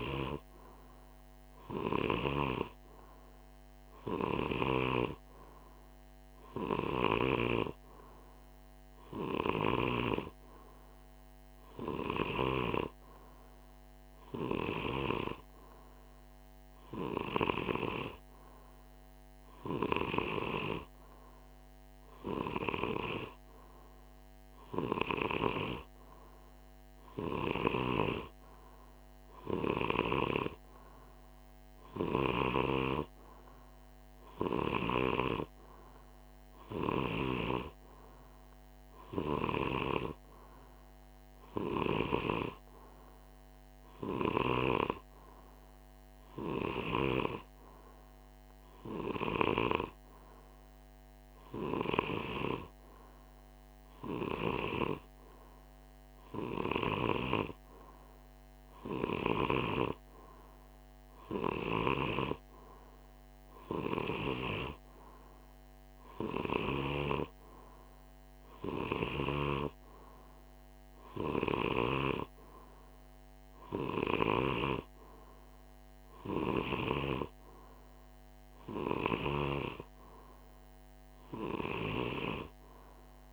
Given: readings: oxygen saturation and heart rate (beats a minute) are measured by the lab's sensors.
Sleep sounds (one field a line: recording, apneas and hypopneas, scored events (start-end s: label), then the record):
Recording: breathing in sleep by a microphone on the trachea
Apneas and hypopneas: none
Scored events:
none scored
From the record:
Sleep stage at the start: N2 (light sleep)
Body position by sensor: on the right side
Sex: male